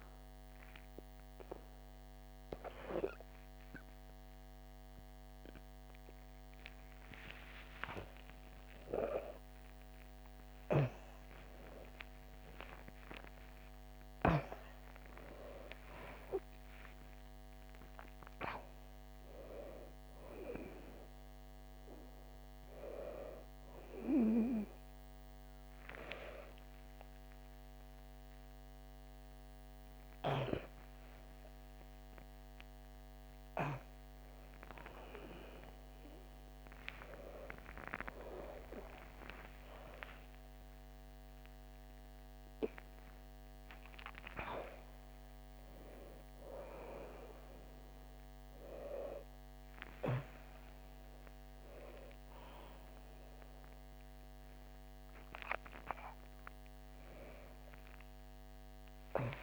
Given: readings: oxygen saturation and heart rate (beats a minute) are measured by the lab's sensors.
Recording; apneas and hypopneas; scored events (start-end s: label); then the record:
a person awake in a sleep study, by a microphone on the trachea; none
33.00-44.00 s: oxygen desaturation (device-marked, oxygen 97% before, 94% lowest, heart rate 77 before, 67 extreme)
From the record:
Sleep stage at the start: awake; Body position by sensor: on the back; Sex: female